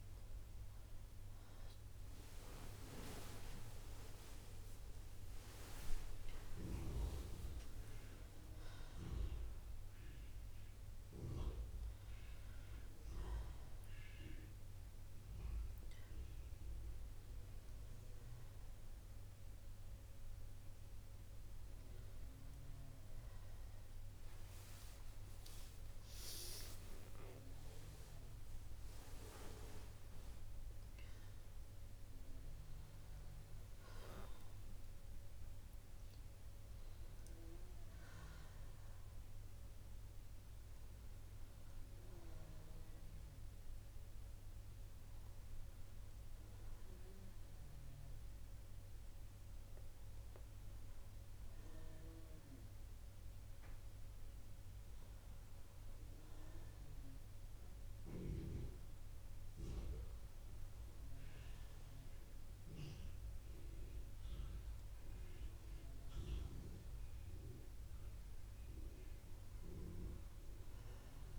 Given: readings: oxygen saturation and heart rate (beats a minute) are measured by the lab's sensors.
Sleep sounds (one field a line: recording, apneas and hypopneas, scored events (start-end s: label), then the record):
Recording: breathing in sleep by a room microphone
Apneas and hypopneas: none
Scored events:
24.00-28.50 s: arousal
From the record:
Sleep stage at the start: N2 (light sleep)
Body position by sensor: on the right side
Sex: female